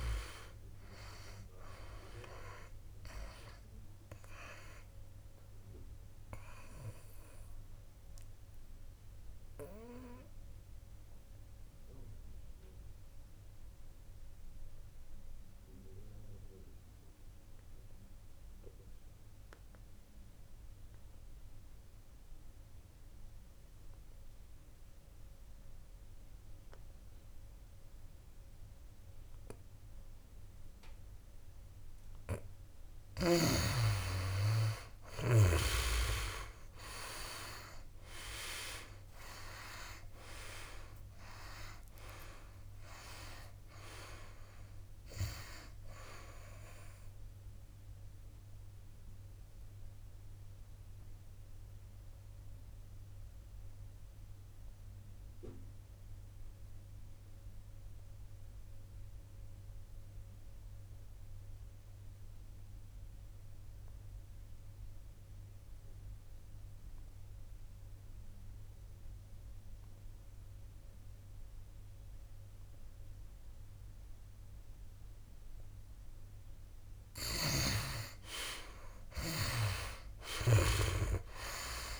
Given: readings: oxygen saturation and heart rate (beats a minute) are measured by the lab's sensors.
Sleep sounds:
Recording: breathing in sleep by a room microphone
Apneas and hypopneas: 2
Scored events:
0.00-25.50 s: oxygen desaturation (device-marked, oxygen 83% lowest, heart rate 66 extreme)
6.50-32.50 s: obstructive apnea (oxygen 97% before, 82% lowest, heart rate 68 before, 66 extreme, up 4 after)
31.50-37.50 s: oxygen desaturation (device-marked, oxygen 97% before, 93% lowest, heart rate 69 before, 66 extreme)
36.50-40.50 s: arousal
39.50-70.50 s: oxygen desaturation (device-marked, oxygen 97% before, 82% lowest, heart rate 68 before, 66 extreme)
48.00-77.00 s: obstructive apnea (oxygen 97% before, 78% lowest, heart rate 71 before, 66 extreme, up 8 after)
76.50-82.00 s: oxygen desaturation (device-marked, oxygen 98% before, 78% lowest, heart rate 67 before, 66 extreme)
77.50-82.00 s: snoring (device-marked)
79.00-82.00 s: arousal
From the record:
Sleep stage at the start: N2 (light sleep)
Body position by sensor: on the back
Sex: male

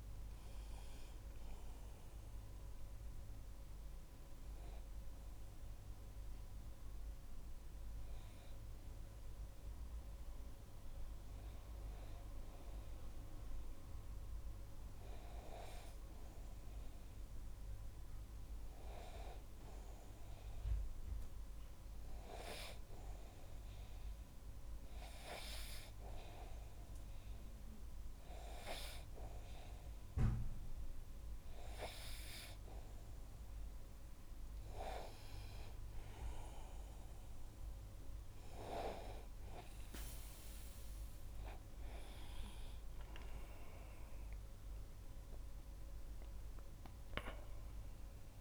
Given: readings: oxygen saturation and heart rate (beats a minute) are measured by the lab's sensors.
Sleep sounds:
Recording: breathing in sleep by a room microphone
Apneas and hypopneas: 1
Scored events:
0.50-48.41 s: new sleep stage, N1 (lightest sleep)
5.00-31.00 s: hypopnea (oxygen 98% before, 96% lowest, heart rate 52 before, 42 extreme, up 12 after)
36.50-42.00 s: arousal
From the record:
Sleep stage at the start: N2 (light sleep)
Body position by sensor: on the back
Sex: male

